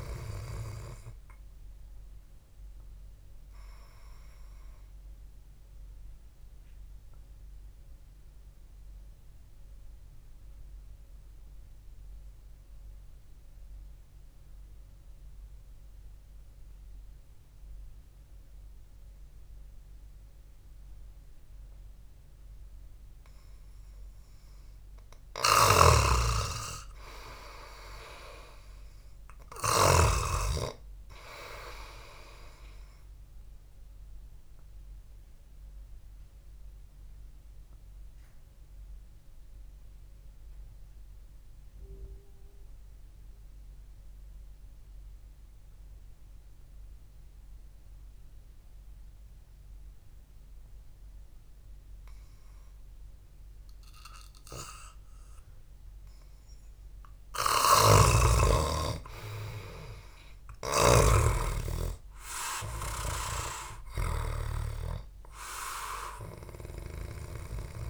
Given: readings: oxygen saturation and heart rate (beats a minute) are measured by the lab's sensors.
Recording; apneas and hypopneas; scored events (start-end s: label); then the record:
breathing in sleep by a room microphone; 2
3.50-23.50 s: obstructive apnea (oxygen 97% before, 90% lowest, heart rate 62 before, 54 extreme)
17.50-24.50 s: oxygen desaturation (device-marked, oxygen 95% before, 90% lowest, heart rate 58 before, 54 extreme)
26.00-30.50 s: snoring (device-marked)
26.50-29.50 s: arousal
36.00-56.00 s: obstructive apnea (oxygen 96% before, 91% lowest, heart rate 60 before, 54 extreme)
45.50-57.50 s: oxygen desaturation (device-marked, oxygen 97% before, 91% lowest, heart rate 58 before, 54 extreme)
58.00-65.00 s: snoring (device-marked)
59.50-63.50 s: arousal
From the record:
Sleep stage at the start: N2 (light sleep); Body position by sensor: on the back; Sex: male